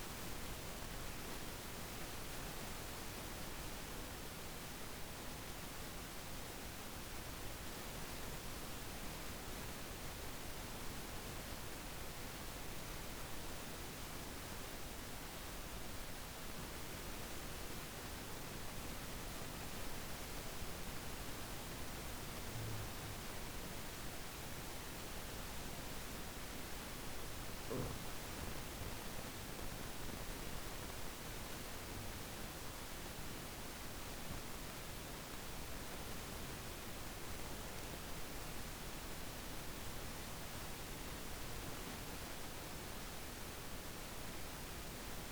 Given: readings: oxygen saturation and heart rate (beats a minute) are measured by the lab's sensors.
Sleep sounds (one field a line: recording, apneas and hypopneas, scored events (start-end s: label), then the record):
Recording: breathing in sleep, hard to hear, by a microphone on the trachea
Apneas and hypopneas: 1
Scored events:
10.50-21.50 s: obstructive apnea (oxygen 96% before, 93% lowest, heart rate 54 before, 51 extreme, up 2 after)
24.00-28.00 s: arousal
From the record:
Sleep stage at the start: N2 (light sleep)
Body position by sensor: on the back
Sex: male